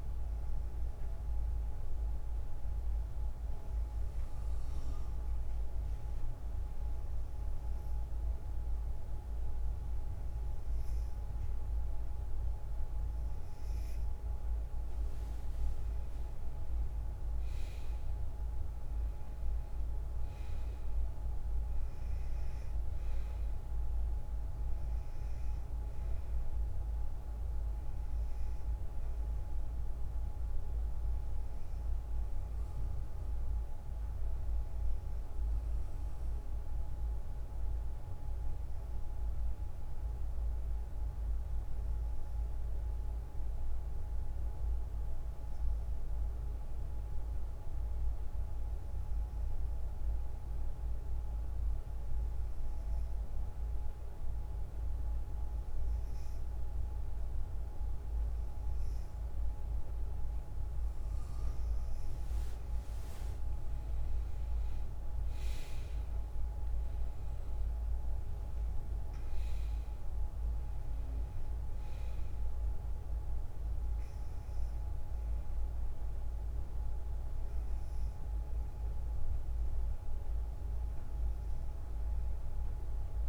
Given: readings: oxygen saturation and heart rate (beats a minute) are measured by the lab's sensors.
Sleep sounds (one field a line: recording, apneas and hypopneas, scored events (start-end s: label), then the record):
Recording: breathing in sleep, hard to hear, by a room microphone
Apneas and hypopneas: 2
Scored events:
0.50-13.00 s: hypopnea (oxygen 95% before, 93% lowest, heart rate 58 before, 54 extreme, up 6 after)
15.00-17.50 s: arousal
19.00-29.00 s: oxygen desaturation (device-marked, oxygen 97% before, 93% lowest, heart rate 58 before, 54 extreme)
42.50-59.50 s: hypopnea (oxygen 97% before, 92% lowest, heart rate 57 before, 51 extreme, up 8 after)
63.00-77.00 s: oxygen desaturation (device-marked, oxygen 97% before, 92% lowest, heart rate 58 before, 51 extreme)
66.00-70.50 s: arousal
From the record:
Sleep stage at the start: N2 (light sleep)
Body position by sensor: on the back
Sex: female